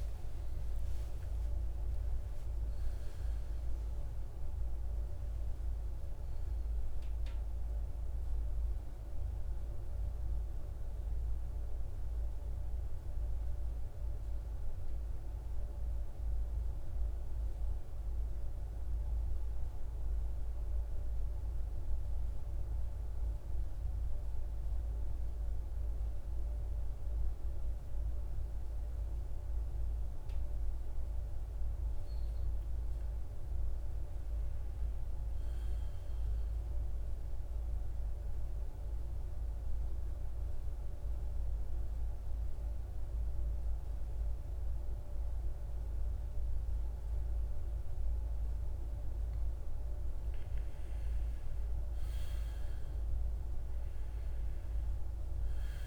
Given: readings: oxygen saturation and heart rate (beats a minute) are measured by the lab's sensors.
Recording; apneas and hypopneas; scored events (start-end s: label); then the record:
breathing in sleep, hard to hear, by a room microphone; 2
0.00-14.00 s: oxygen desaturation (device-marked, oxygen 89% lowest, heart rate 52 extreme)
16.50-30.50 s: central apnea (oxygen 98% before, 90% lowest, heart rate 65 before, 52 extreme, up 7 after)
32.00-34.50 s: arousal
37.00-49.00 s: obstructive apnea (oxygen 98% before, 88% lowest, heart rate 54 before, 55 extreme, up 9 after)
38.00-54.00 s: oxygen desaturation (device-marked, oxygen 97% before, 92% lowest, heart rate 54 before, 55 extreme)
51.00-55.50 s: arousal
From the record:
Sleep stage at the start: N2 (light sleep); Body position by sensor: on the right side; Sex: male